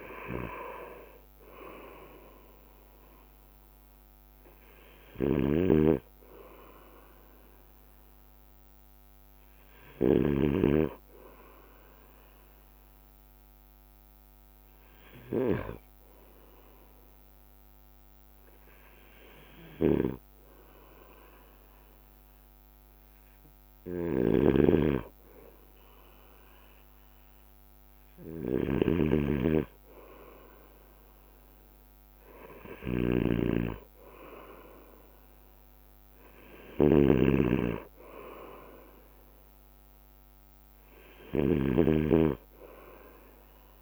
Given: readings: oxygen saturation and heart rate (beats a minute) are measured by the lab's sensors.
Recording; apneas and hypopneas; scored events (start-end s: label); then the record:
breathing in sleep by a microphone on the trachea; none
0.00-7.50 s: drop in pulse transit time (device-marked, heart rate 56 extreme)
0.00-43.82 s: bradycardia (device-marked, heart rate 54 extreme)
5.00-16.00 s: snoring (device-marked)
24.00-43.82 s: snoring (device-marked)
From the record:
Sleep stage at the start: N2 (light sleep); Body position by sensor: on the right side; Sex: male